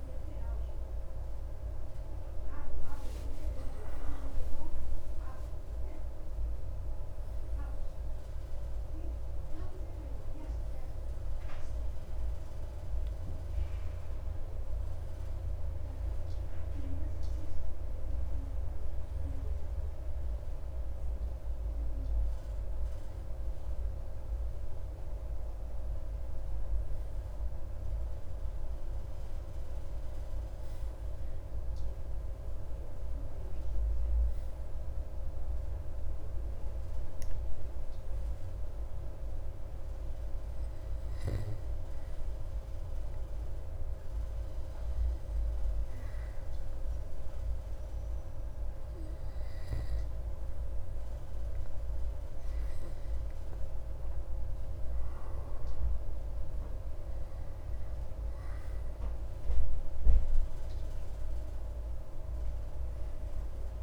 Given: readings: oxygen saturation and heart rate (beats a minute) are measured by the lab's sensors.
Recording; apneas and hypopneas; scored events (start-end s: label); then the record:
breathing in sleep, hard to hear, by a room microphone; none
2.50-7.50 s: arousal
3.00-63.83 s: new sleep stage, N2 (light sleep)
From the record:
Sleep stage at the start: N1 (lightest sleep); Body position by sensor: on the right side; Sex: male